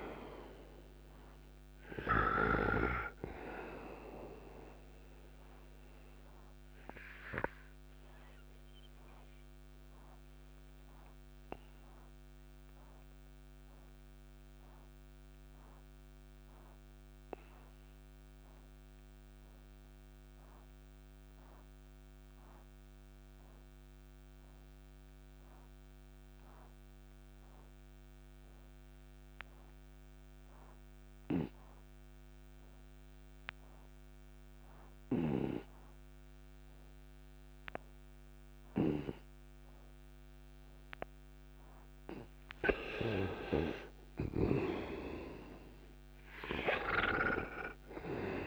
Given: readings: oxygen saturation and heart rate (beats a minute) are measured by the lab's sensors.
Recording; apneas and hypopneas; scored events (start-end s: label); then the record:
breathing in sleep by a microphone on the trachea; 1
0.00-24.50 s: oxygen desaturation (device-marked, oxygen 82% lowest, heart rate 58 extreme)
6.00-43.00 s: obstructive apnea (oxygen 96% before, 82% lowest, heart rate 68 before, 58 extreme, up 20 after)
40.50-48.47 s: oxygen desaturation (device-marked, oxygen 98% before, 86% lowest, heart rate 59 before, 57 extreme)
43.50-47.00 s: arousal
From the record:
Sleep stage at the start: N2 (light sleep); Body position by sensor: on the right side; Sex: male